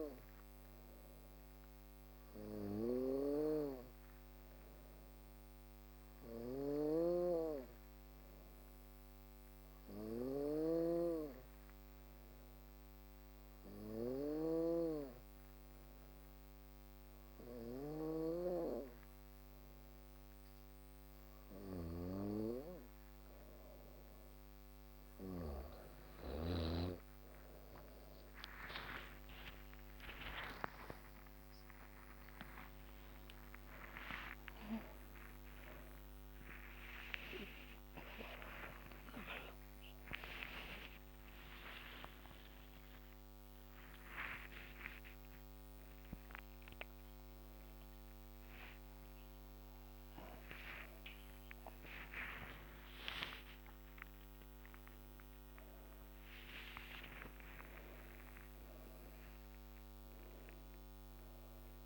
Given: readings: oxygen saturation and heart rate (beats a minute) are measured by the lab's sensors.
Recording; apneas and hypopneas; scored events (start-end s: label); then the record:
a person partly awake in a sleep study, by a microphone on the trachea; none
0.00-28.50 s: snoring (device-marked)
33.00-61.86 s: new sleep stage, awake
From the record:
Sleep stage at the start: N2 (light sleep); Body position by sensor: on the back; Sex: female